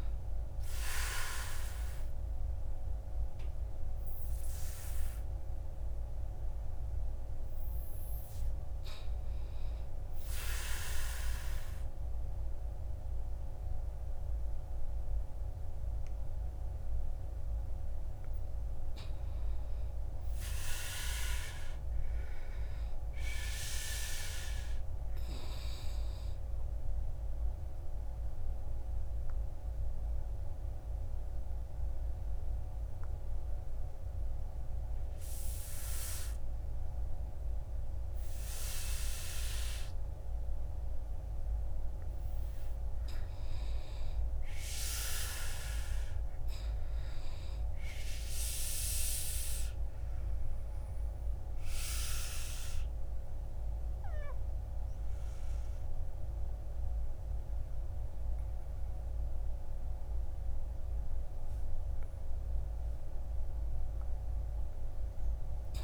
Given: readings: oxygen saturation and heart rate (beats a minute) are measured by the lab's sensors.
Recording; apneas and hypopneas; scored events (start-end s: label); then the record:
breathing in sleep by a room microphone; 1
0.00-21.00 s: oxygen desaturation (device-marked, oxygen 80% lowest, heart rate 52 extreme)
21.00-24.00 s: arousal
27.50-41.00 s: obstructive apnea (oxygen 98% before, 87% lowest, heart rate 57 before, 52 extreme, up 7 after)
44.00-47.50 s: arousal
58.00-65.84 s: oxygen desaturation (device-marked, oxygen 97% before, 92% lowest, heart rate 57 before, 55 extreme)
64.50-65.84 s: arousal
From the record:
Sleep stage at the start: N2 (light sleep); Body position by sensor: on the back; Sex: male